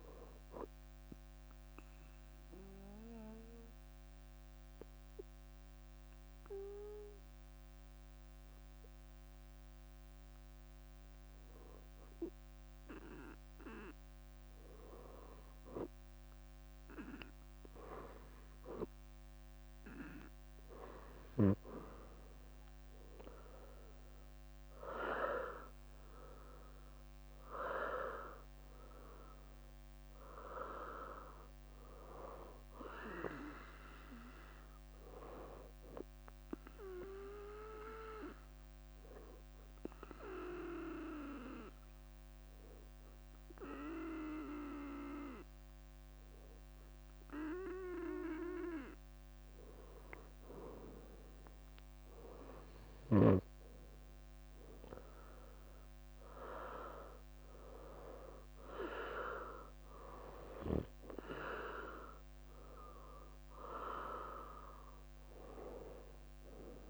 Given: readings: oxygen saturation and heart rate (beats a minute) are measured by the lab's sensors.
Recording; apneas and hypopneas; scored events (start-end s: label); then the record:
breathing in sleep by a microphone on the trachea; 2
0.00-5.50 s: bradycardia (device-marked, heart rate 57 extreme)
0.00-10.50 s: oxygen desaturation (device-marked, oxygen 94% lowest, heart rate 57 extreme)
1.00-12.00 s: obstructive apnea (oxygen 98% before, 94% lowest, heart rate 65 before, 59 extreme, up 8 after)
16.50-21.50 s: leg movement (device-marked)
22.00-27.00 s: arousal
22.50-25.00 s: leg movement (device-marked)
29.00-34.00 s: leg movement (device-marked)
34.50-36.00 s: leg movement (device-marked)
34.50-46.50 s: bradycardia (device-marked, heart rate 66 before, 56 extreme)
36.50-49.00 s: hypopnea (oxygen 98% before, 95% lowest, heart rate 67 before, 56 extreme, up 10 after)
54.50-58.00 s: arousal
57.00-58.50 s: leg movement (device-marked)
65.50-66.90 s: bradycardia (device-marked, heart rate 65 before, 56 extreme)
From the record:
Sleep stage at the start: N2 (light sleep); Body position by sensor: on the right side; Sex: female